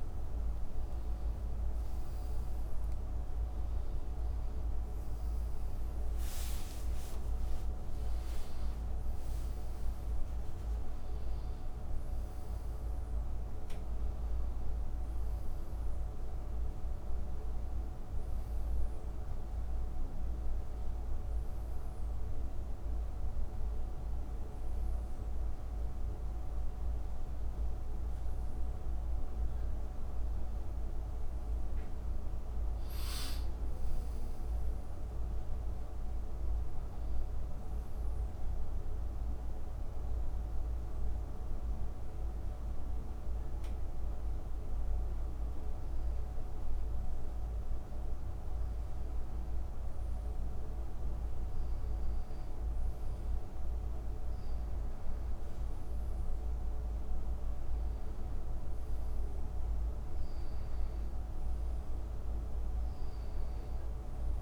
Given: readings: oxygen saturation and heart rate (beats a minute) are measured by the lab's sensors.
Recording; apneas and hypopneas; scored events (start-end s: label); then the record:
a person awake in a sleep study, hard to hear, by a room microphone; none
47.50-64.42 s: new sleep stage, N1 (lightest sleep)
From the record:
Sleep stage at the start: awake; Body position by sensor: on the back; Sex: male